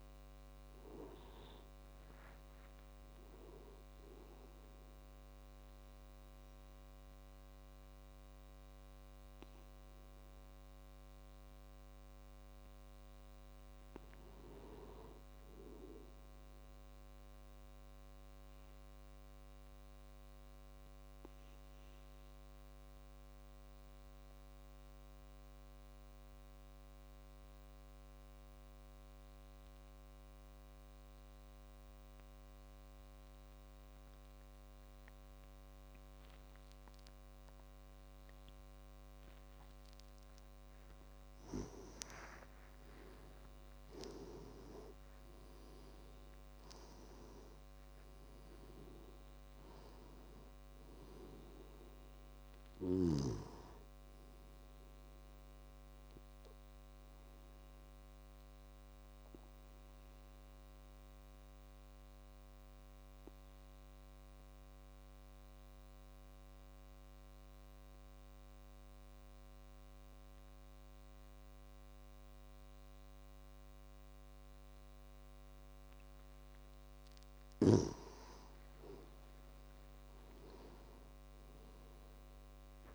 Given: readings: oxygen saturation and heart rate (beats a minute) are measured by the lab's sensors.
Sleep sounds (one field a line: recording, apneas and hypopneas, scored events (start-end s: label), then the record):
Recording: breathing in sleep by a microphone on the trachea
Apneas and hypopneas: 2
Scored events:
0.00-13.00 s: oxygen desaturation (device-marked, oxygen 89% lowest)
14.00-17.00 s: arousal
18.50-39.50 s: obstructive apnea (oxygen 98% before, 89% lowest)
41.00-69.00 s: oxygen desaturation (device-marked, oxygen 96% before, 89% lowest)
41.50-45.00 s: arousal
58.00-75.00 s: obstructive apnea (oxygen 97% before, 89% lowest)
77.50-82.50 s: arousal
From the record:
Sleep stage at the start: N2 (light sleep)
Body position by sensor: on the back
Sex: male